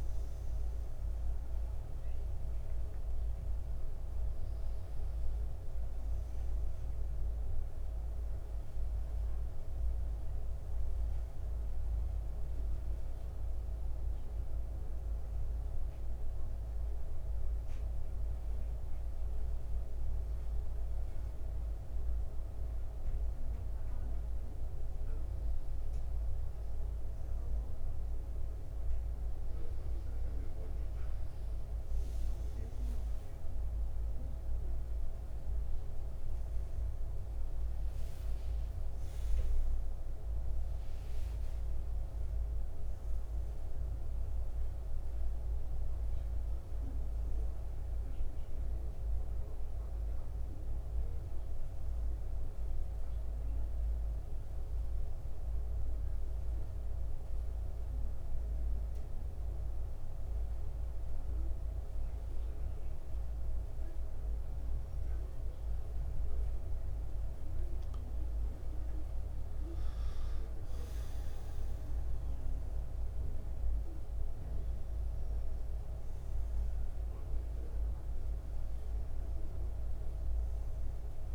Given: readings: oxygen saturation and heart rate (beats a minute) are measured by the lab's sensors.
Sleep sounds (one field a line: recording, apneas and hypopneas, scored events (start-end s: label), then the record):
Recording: breathing in sleep, hard to hear, by a room microphone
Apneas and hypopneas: 2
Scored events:
0.00-4.50 s: arousal
0.00-20.00 s: oxygen desaturation (device-marked, oxygen 88% lowest, heart rate 74 extreme)
15.00-25.00 s: hypopnea (oxygen 93% before, 89% lowest, heart rate 82 before, 74 extreme, up 6 after)
28.00-33.50 s: arousal
34.00-56.00 s: oxygen desaturation (device-marked, oxygen 93% before, 89% lowest, heart rate 77 before, 72 extreme)
56.00-66.50 s: hypopnea (oxygen 92% before, 89% lowest, heart rate 79 before, 72 extreme, up 9 after)
68.00-72.00 s: arousal
From the record:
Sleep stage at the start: N2 (light sleep)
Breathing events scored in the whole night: 210 in 3.7 hours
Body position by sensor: on the back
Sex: male